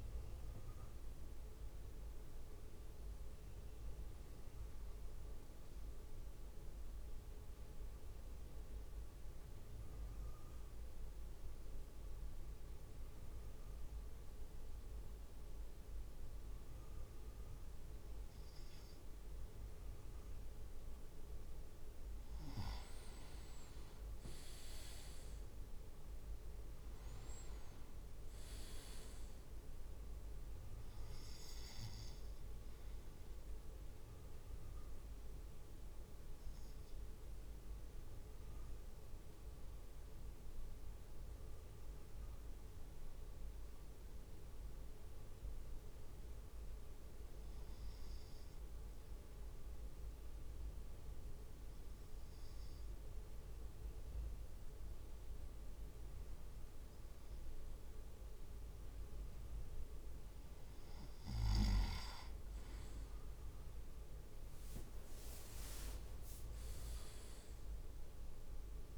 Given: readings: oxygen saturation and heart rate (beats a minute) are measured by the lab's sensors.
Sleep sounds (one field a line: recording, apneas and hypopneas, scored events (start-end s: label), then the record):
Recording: breathing in sleep, hard to hear, by a room microphone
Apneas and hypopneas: 3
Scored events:
1.50-7.50 s: tachycardia (device-marked)
6.50-21.00 s: mixed apnea (oxygen 100% before, 96% lowest)
10.50-68.98 s: new sleep stage, N2 (light sleep)
22.50-26.50 s: arousal
30.00-40.00 s: obstructive apnea (oxygen 100% before, 96% lowest)
40.50-43.50 s: arousal
45.50-59.50 s: obstructive apnea (oxygen 98% before, 96% lowest)
62.00-66.00 s: arousal
64.00-67.00 s: leg movement (device-marked)
From the record:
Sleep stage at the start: N1 (lightest sleep)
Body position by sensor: on the right side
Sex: male